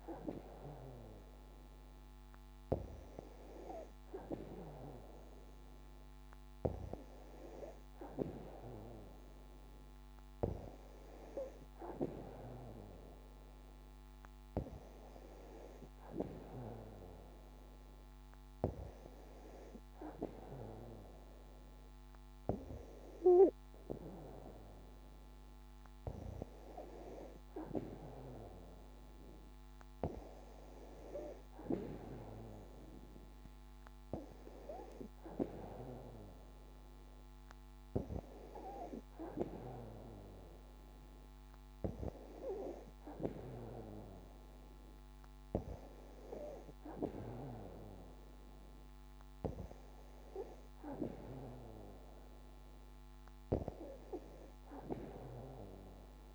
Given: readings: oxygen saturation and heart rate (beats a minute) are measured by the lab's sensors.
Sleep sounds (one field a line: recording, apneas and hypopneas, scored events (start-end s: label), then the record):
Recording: breathing in sleep by a microphone on the trachea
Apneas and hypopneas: none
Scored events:
none scored
From the record:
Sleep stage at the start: N2 (light sleep)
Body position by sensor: on the back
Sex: female